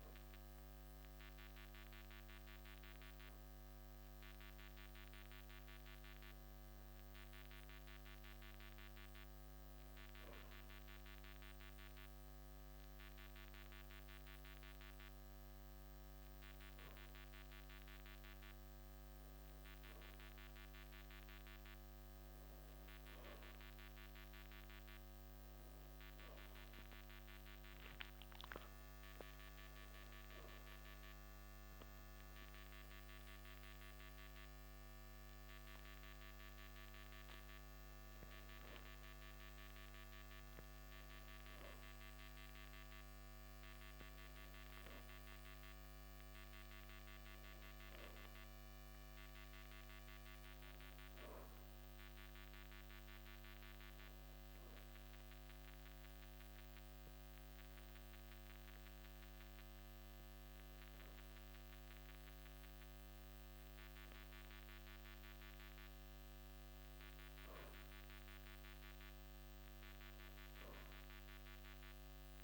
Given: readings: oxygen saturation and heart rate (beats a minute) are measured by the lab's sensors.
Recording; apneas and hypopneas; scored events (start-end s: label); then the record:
a person awake in a sleep study, hard to hear, by a microphone on the trachea; none
none scored
From the record:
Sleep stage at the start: awake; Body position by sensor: on the back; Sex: male